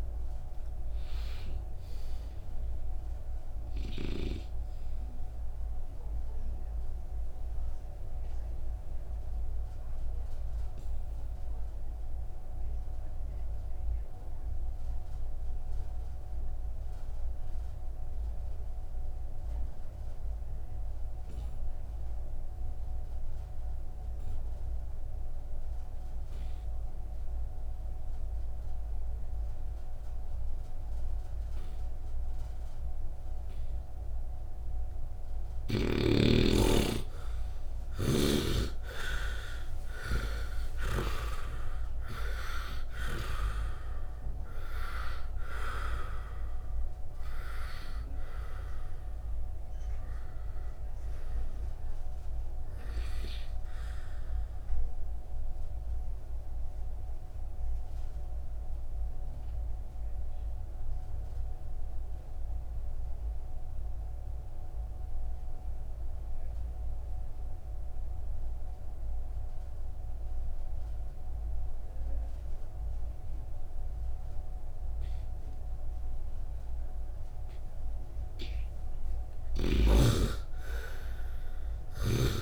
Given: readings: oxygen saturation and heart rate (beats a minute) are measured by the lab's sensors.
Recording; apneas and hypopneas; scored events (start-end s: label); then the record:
breathing in sleep by a room microphone; 2
0.00-21.50 s: oxygen desaturation (device-marked, oxygen 76% lowest, heart rate 53 extreme)
5.50-34.50 s: obstructive apnea (oxygen 91% before, 73% lowest, heart rate 75 before, 53 extreme, up 2 after)
37.00-41.00 s: arousal
48.50-74.50 s: oxygen desaturation (device-marked, oxygen 92% before, 73% lowest, heart rate 59 before, 61 extreme)
53.50-77.00 s: obstructive apnea (oxygen 98% before, 73% lowest, heart rate 63 before, 61 extreme)
79.00-82.42 s: arousal
From the record:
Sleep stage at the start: N2 (light sleep); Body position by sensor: on the right side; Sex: male